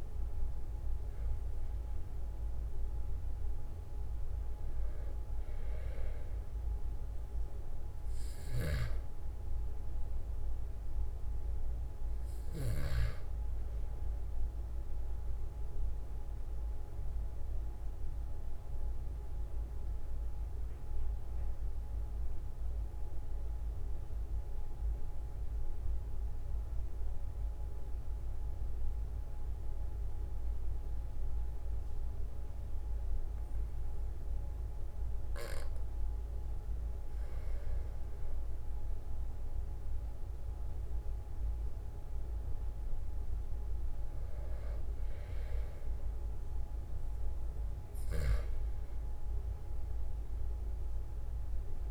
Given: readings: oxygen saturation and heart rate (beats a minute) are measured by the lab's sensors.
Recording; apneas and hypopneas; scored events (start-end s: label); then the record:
breathing in sleep, hard to hear, by a room microphone; 1
8.50-13.00 s: snoring (device-marked)
15.00-36.00 s: obstructive apnea (oxygen 96% before, 92% lowest, heart rate 45 before, 41 extreme, up 5 after)
38.50-43.00 s: arousal
From the record:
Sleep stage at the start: N2 (light sleep); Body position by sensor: on the back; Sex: male